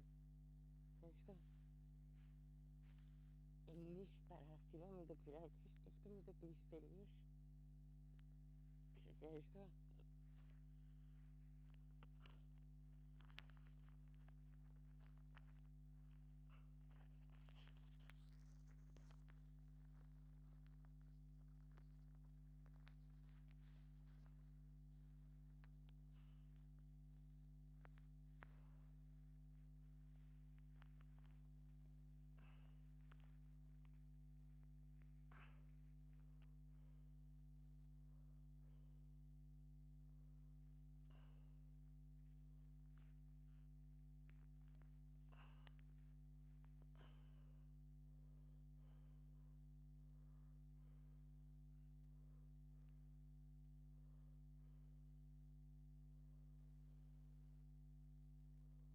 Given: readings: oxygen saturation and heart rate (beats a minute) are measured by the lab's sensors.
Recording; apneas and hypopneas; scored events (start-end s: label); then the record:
a person awake in a sleep study, by a microphone on the trachea; none
0.00-6.50 s: snoring (device-marked)
From the record:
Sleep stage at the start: awake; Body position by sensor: on the back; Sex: female